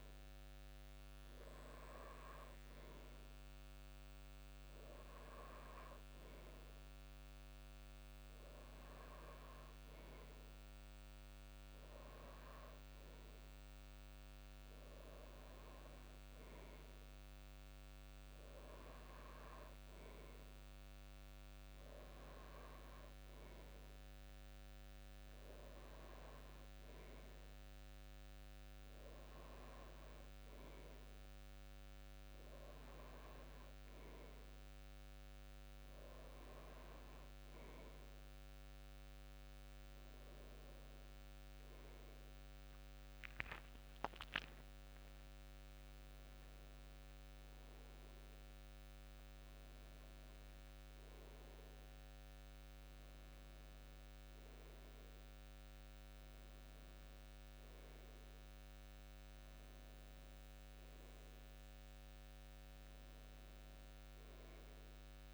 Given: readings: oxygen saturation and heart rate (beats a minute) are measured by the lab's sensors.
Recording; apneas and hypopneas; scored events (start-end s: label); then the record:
breathing in sleep, hard to hear, by a microphone on the trachea; none
42.00-45.00 s: arousal
From the record:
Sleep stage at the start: N2 (light sleep); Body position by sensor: on the back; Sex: male